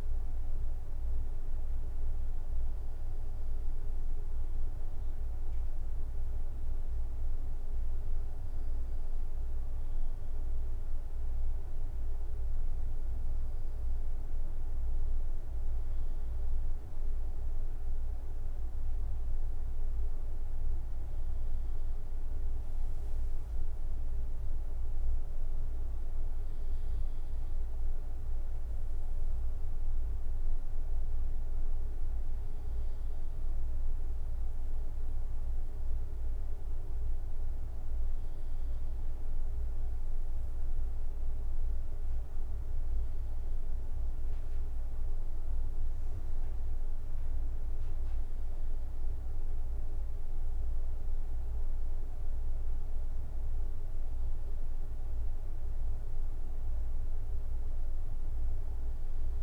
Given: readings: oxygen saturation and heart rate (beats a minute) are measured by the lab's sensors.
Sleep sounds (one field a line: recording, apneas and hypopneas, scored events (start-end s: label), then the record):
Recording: breathing in sleep, hard to hear, by a room microphone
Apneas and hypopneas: 1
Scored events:
0.50-13.50 s: hypopnea (oxygen 95% before, 94% lowest, heart rate 71 before, 70 extreme, up 8 after)
15.00-19.50 s: arousal
20.00-22.00 s: long interval between heartbeats (device-marked, heart rate 72 before, 74 extreme)
37.50-59.43 s: new sleep stage, N1 (lightest sleep)
From the record:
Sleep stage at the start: N2 (light sleep)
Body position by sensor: on the right side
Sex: male